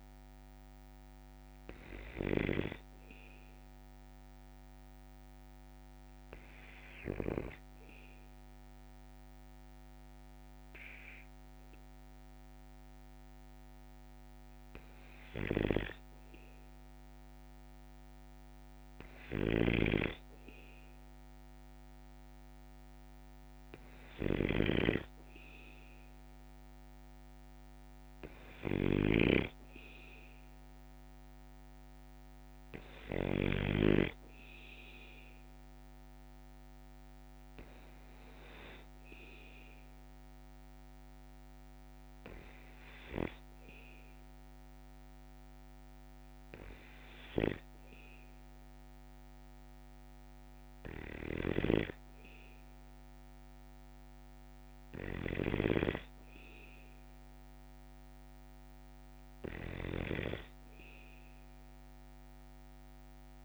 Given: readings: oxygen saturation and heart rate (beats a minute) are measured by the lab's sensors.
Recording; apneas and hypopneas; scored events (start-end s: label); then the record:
breathing in sleep by a microphone on the trachea; 1
19.00-29.00 s: snoring (device-marked)
25.50-28.50 s: arousal
36.00-51.00 s: hypopnea (oxygen 97% before, 95% lowest, heart rate 54 before, 53 extreme, up 3 after)
53.50-56.50 s: arousal
55.00-63.45 s: snoring (device-marked)
From the record:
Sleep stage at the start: N2 (light sleep); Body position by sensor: on the back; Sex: male